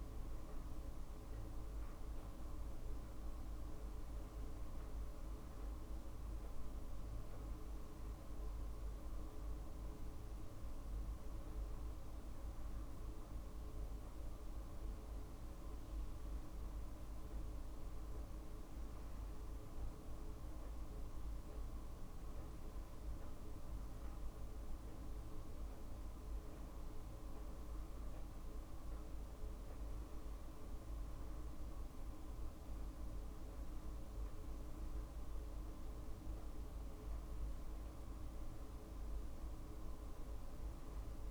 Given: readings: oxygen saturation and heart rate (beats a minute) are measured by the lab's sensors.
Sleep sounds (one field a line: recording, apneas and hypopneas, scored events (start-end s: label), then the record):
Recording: breathing in sleep, hard to hear, by a room microphone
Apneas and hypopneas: none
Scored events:
39.00-41.31 s: new sleep stage, N2 (light sleep)
From the record:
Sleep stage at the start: N1 (lightest sleep)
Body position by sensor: on the back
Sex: female